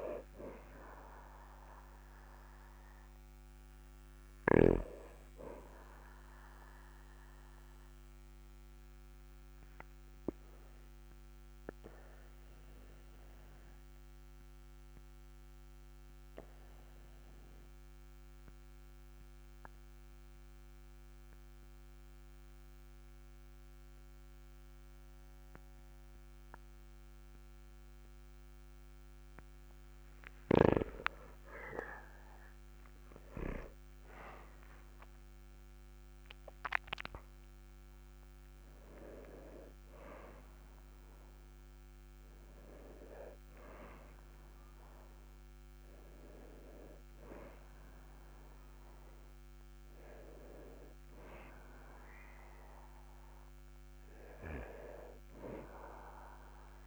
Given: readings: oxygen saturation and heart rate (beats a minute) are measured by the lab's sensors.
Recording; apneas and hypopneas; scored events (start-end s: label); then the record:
breathing in sleep by a microphone on the trachea; 1
6.50-30.00 s: obstructive apnea (oxygen 99% before, 96% lowest, heart rate 46 before, 38 extreme, up 8 after)
33.50-37.50 s: arousal
From the record:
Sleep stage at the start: N2 (light sleep); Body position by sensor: on the back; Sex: male